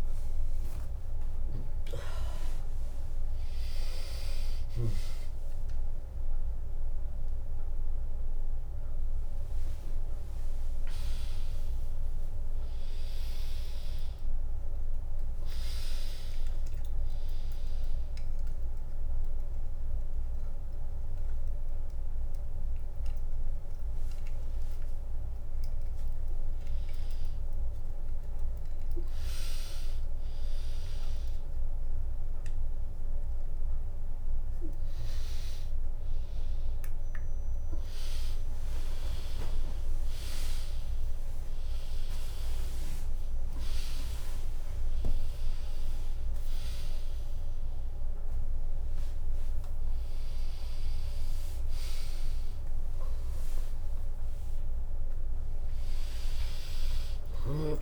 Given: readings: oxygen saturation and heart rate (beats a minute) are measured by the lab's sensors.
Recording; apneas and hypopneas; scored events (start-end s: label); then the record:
a person awake in a sleep study, by a room microphone; none
4.50-6.50 s: long interval between heartbeats (device-marked, heart rate 93 before, 99 extreme)
4.50-7.50 s: tachycardia (device-marked, heart rate 80 before, 100 extreme)
8.00-10.00 s: long interval between heartbeats (device-marked, heart rate 89 before, 107 extreme)
9.50-18.50 s: tachycardia (device-marked, heart rate 81 before, 128 extreme)
12.50-14.50 s: long interval between heartbeats (device-marked, heart rate 93 before, 110 extreme)
15.00-17.00 s: long interval between heartbeats (device-marked, heart rate 96 before, 110 extreme)
18.00-20.00 s: long interval between heartbeats (device-marked, heart rate 100 before, 117 extreme)
23.50-25.50 s: long interval between heartbeats (device-marked, heart rate 107 before, 96 extreme)
25.50-31.50 s: tachycardia (device-marked, heart rate 81 before, 114 extreme)
29.50-31.50 s: long interval between heartbeats (device-marked, heart rate 105 before, 108 extreme)
32.00-34.00 s: long interval between heartbeats (device-marked, heart rate 106 before, 130 extreme)
36.50-41.50 s: tachycardia (device-marked, heart rate 81 before, 110 extreme)
37.50-39.50 s: long interval between heartbeats (device-marked, heart rate 104 before, 88 extreme)
41.50-57.82 s: drop in pulse transit time (device-marked, heart rate 100 before, 85 extreme)
48.50-56.50 s: tachycardia (device-marked, heart rate 82 before, 119 extreme)
52.00-54.00 s: long interval between heartbeats (device-marked, heart rate 100 before, 108 extreme)
54.00-56.00 s: long interval between heartbeats (device-marked, heart rate 98 before, 118 extreme)
From the record:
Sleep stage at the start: awake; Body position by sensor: on the back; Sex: female